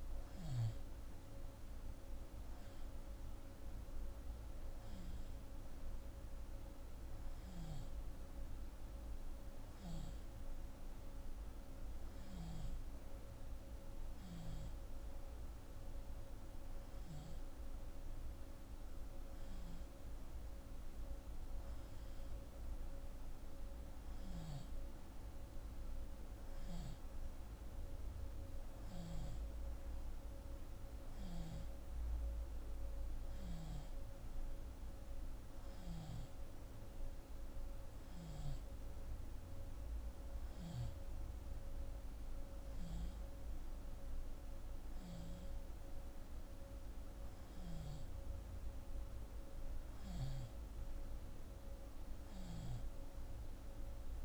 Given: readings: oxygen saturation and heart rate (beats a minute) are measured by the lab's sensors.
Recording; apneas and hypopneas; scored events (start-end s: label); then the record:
breathing in sleep, hard to hear, by a room microphone; none
none scored
From the record:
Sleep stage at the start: N2 (light sleep); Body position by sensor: on the left side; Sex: female